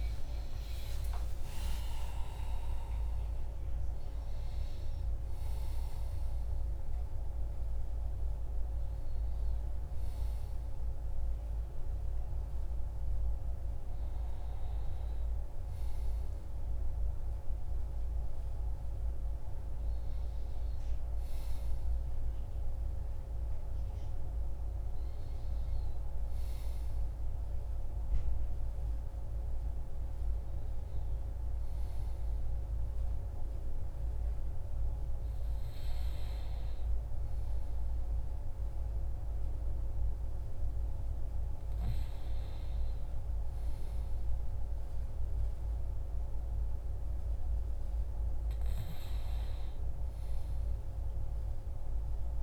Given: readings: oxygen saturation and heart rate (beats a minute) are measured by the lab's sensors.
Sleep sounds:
a person partly awake in a sleep study, hard to hear, by a room microphone; none
10.00-52.43 s: new sleep stage, N1 (lightest sleep)
From the record:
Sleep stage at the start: awake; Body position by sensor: on the back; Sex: male

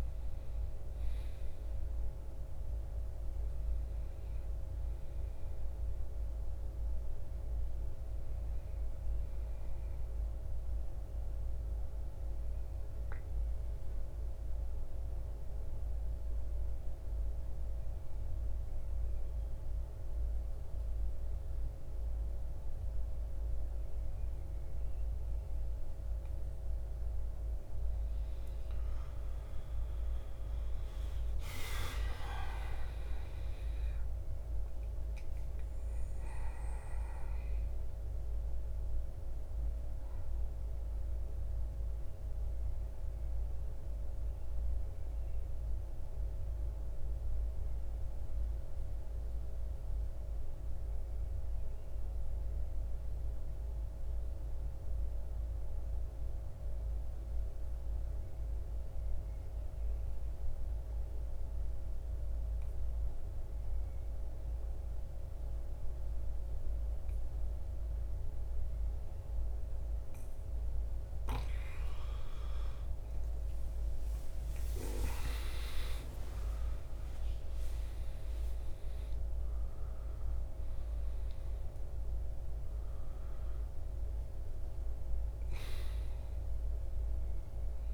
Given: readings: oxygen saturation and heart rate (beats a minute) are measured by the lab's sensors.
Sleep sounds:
breathing in sleep, hard to hear, by a room microphone; 2
0.00-16.50 s: oxygen desaturation (device-marked, oxygen 85% lowest, heart rate 50 extreme)
9.50-26.00 s: central apnea (oxygen 98% before, 85% lowest, heart rate 62 before, 49 extreme, up 11 after)
29.00-34.00 s: arousal
35.50-63.50 s: oxygen desaturation (device-marked, oxygen 98% before, 91% lowest, heart rate 54 before, 49 extreme)
41.00-69.50 s: mixed apnea (oxygen 98% before, 81% lowest, heart rate 57 before, 49 extreme, up 17 after)
71.50-77.00 s: arousal
71.50-87.94 s: oxygen desaturation (device-marked, oxygen 98% before, 81% lowest, heart rate 53 before, 49 extreme)
From the record:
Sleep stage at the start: N2 (light sleep); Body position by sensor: on the back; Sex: male

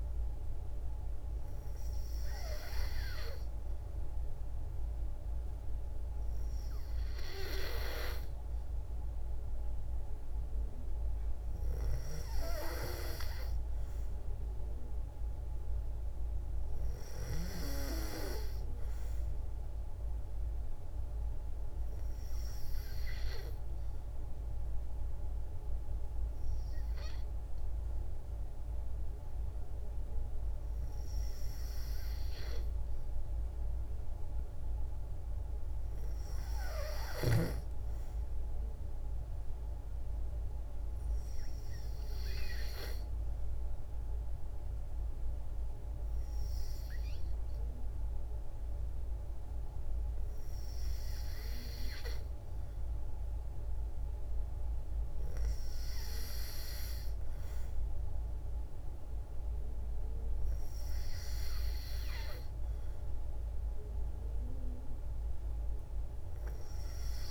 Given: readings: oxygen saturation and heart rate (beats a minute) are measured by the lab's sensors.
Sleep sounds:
breathing in sleep by a room microphone; 1
21.50-34.00 s: hypopnea (oxygen 95% before, 91% lowest, heart rate 57 before, 55 extreme, up 2 after)
36.00-39.50 s: arousal
63.50-66.50 s: arousal
From the record:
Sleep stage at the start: N2 (light sleep); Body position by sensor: on the back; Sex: female

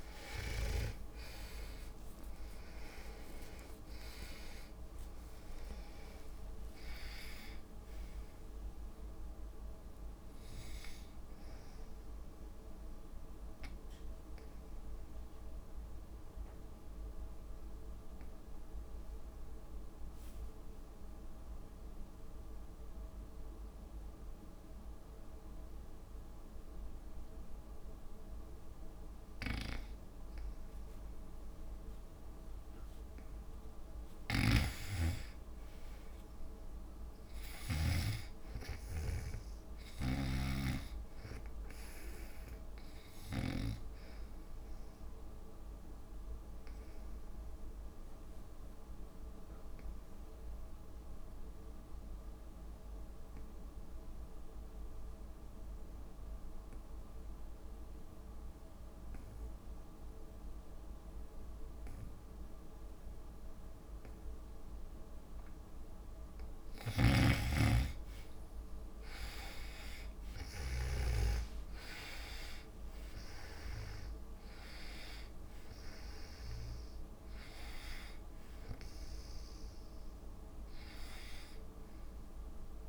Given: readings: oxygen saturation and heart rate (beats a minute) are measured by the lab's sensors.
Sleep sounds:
breathing in sleep by a room microphone; 2
0.00-1.00 s: snoring (device-marked)
0.00-5.50 s: arousal
0.00-22.50 s: oxygen desaturation (device-marked, oxygen 71% lowest, heart rate 59 extreme)
2.00-4.00 s: long interval between heartbeats (device-marked, heart rate 67 before, 83 extreme)
13.00-32.50 s: obstructive apnea (oxygen 96% before, 71% lowest, heart rate 76 before, 56 extreme, up 7 after)
34.50-38.00 s: snoring (device-marked)
35.00-39.50 s: arousal
39.50-54.50 s: oxygen desaturation (device-marked, oxygen 98% before, 86% lowest, heart rate 65 before, 56 extreme)
46.00-66.50 s: obstructive apnea (oxygen 99% before, 79% lowest, heart rate 66 before, 59 extreme, up 12 after)
64.50-82.89 s: oxygen desaturation (device-marked, oxygen 96% before, 79% lowest, heart rate 61 before, 59 extreme)
67.00-71.00 s: snoring (device-marked)
68.00-72.50 s: arousal
From the record:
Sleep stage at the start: N2 (light sleep); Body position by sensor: on the back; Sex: female

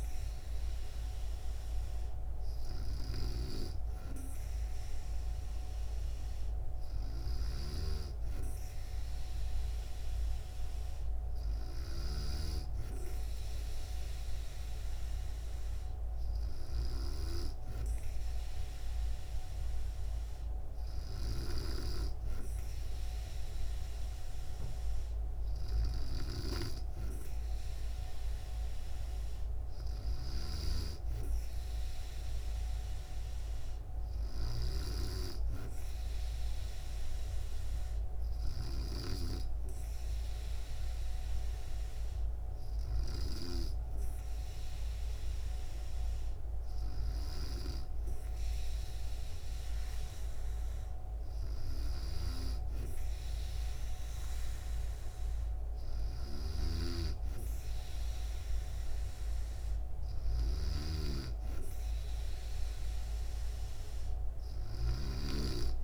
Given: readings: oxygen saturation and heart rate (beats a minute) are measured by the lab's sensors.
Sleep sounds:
breathing in sleep by a room microphone; none
6.50-11.50 s: snoring (device-marked)
20.50-38.50 s: snoring (device-marked)
25.00-32.00 s: bradycardia (device-marked, heart rate 69 before, 49 extreme)
55.50-65.84 s: snoring (device-marked)
62.00-65.84 s: bradycardia (device-marked, heart rate 69 before, 57 extreme)
From the record:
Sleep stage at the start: N2 (light sleep); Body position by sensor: on the back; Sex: female

